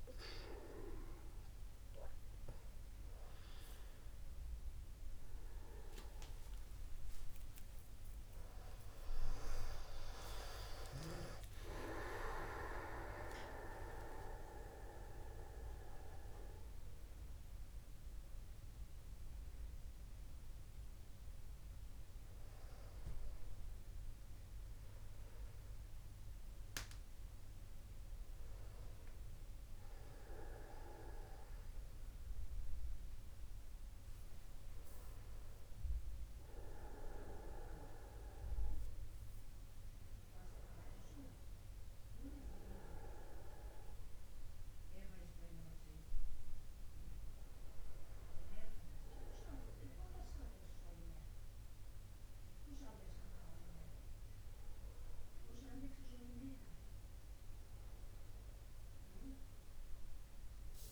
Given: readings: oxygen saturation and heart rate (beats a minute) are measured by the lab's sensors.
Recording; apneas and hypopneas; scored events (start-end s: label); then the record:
a person awake in a sleep study, by a room microphone; none
7.00-9.00 s: long interval between heartbeats (device-marked, heart rate 55 before, 78 extreme)
9.50-11.50 s: long interval between heartbeats (device-marked, heart rate 58 before, 106 extreme)
11.50-13.50 s: long interval between heartbeats (device-marked, heart rate 64 before, 108 extreme)
35.00-37.00 s: long interval between heartbeats (device-marked, heart rate 58 before, 60 extreme)
From the record:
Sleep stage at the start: awake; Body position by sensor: upright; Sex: male